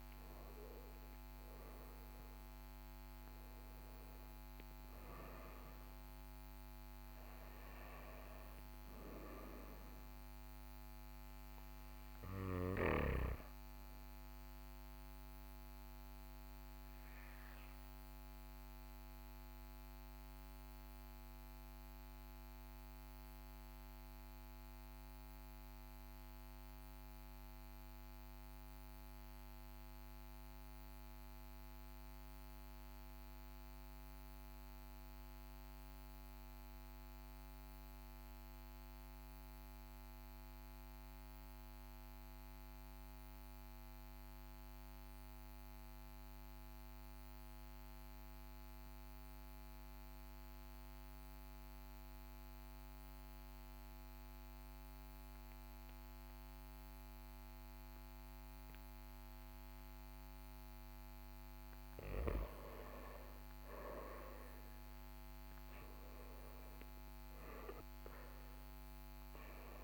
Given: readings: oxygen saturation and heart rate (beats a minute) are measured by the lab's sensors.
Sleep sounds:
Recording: breathing in sleep, hard to hear, by a microphone on the trachea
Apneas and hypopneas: 1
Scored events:
0.00-27.00 s: oxygen desaturation (device-marked, oxygen 90% lowest, heart rate 38 extreme)
18.00-61.50 s: mixed apnea (oxygen 96% before, 90% lowest, heart rate 43 before, 38 extreme, up 3 after)
64.00-68.50 s: arousal
From the record:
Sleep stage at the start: N2 (light sleep)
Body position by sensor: on the back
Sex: male

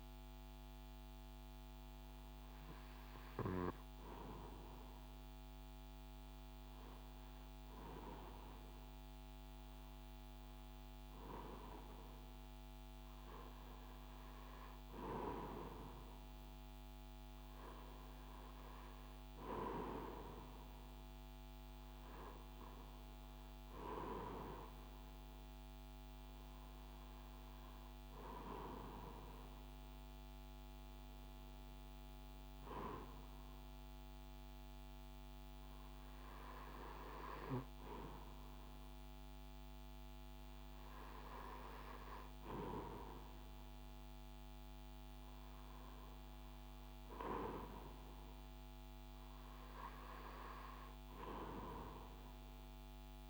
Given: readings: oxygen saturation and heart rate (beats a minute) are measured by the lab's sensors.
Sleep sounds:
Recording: breathing in sleep by a microphone on the trachea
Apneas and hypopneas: none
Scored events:
none scored
From the record:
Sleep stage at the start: REM sleep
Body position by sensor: on the right side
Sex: male

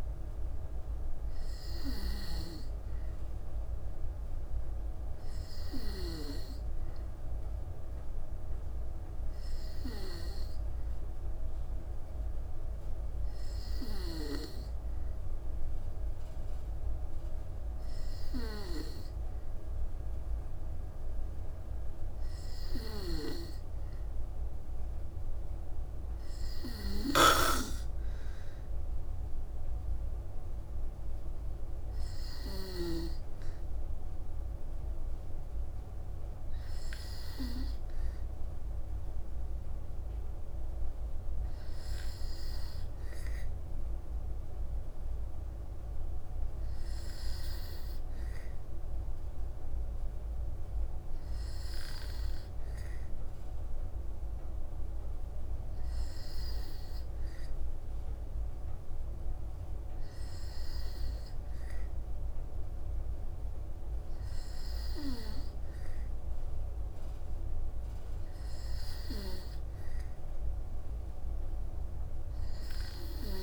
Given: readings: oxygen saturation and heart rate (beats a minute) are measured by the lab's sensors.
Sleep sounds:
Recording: breathing in sleep by a room microphone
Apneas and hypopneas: none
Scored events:
26.50-32.50 s: snoring (device-marked)
From the record:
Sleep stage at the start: N2 (light sleep)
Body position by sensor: on the back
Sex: female

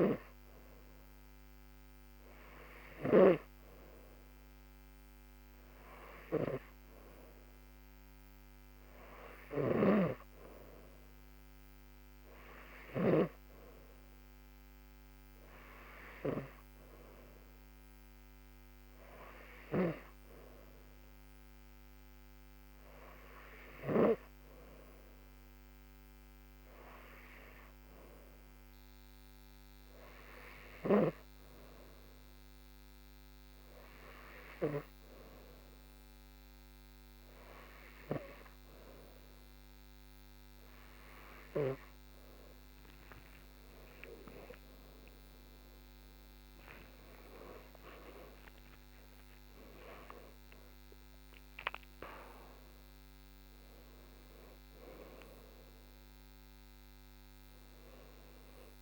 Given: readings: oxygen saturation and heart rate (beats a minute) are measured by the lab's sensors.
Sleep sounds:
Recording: breathing in sleep by a microphone on the trachea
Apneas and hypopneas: none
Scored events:
33.50-58.82 s: new sleep stage, N2 (light sleep)
43.50-49.50 s: arousal
From the record:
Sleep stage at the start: N3 (deep sleep)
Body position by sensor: on the back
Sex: female

